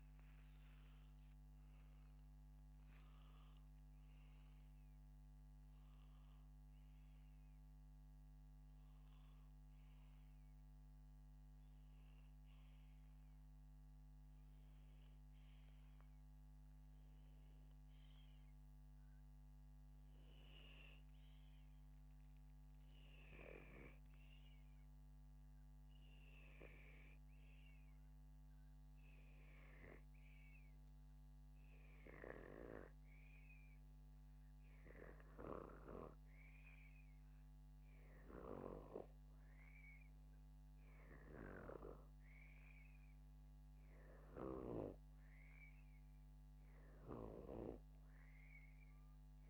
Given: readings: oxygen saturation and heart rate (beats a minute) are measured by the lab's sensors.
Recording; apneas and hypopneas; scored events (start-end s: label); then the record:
a person partly awake in a sleep study, by a microphone on the trachea; 1
5.00-49.50 s: new sleep stage, N2 (light sleep)
23.50-35.00 s: hypopnea (oxygen 97% before, 93% lowest, heart rate 79 before, 73 extreme, up 4 after)
35.00-38.00 s: arousal
37.00-49.50 s: oxygen desaturation (device-marked, oxygen 97% before, 93% lowest, heart rate 75 before, 77 extreme)
From the record:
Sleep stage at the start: awake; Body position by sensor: upright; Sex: male